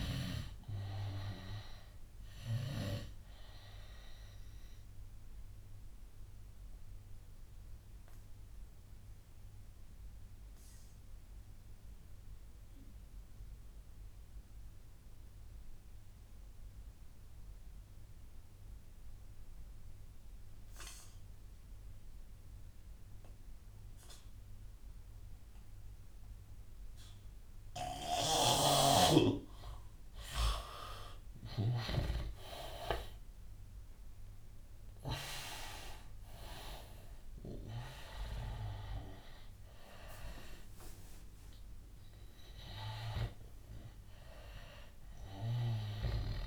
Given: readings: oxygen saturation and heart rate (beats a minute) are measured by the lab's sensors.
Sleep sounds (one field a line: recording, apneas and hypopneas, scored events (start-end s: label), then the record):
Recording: breathing in sleep by a room microphone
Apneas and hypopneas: 1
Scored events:
0.00-3.00 s: snoring (device-marked)
0.00-10.50 s: oxygen desaturation (device-marked, oxygen 88% lowest, heart rate 87 extreme)
4.50-30.00 s: obstructive apnea (oxygen 100% before, 83% lowest, heart rate 93 before, 87 extreme, up 6 after)
23.50-46.47 s: oxygen desaturation (device-marked, oxygen 99% before, 83% lowest, heart rate 91 before, 87 extreme)
28.00-32.00 s: snoring (device-marked)
32.50-37.00 s: arousal
From the record:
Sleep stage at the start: N2 (light sleep)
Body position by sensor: on the right side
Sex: male